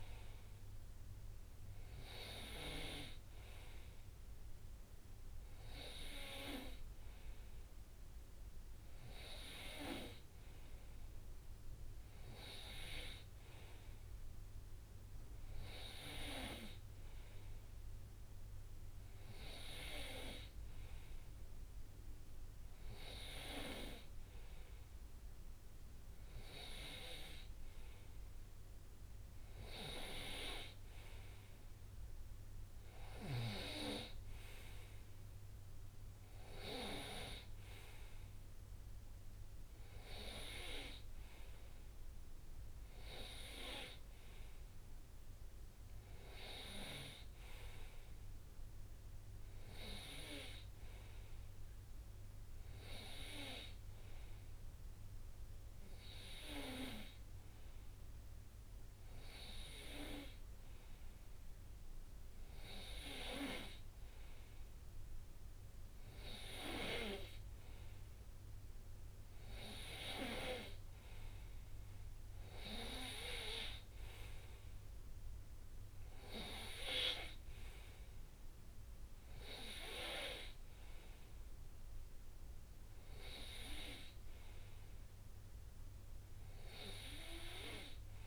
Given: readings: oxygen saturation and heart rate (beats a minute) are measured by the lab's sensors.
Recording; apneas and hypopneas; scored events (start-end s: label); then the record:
breathing in sleep by a room microphone; none
none scored
From the record:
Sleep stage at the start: N2 (light sleep); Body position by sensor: on the right side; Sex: male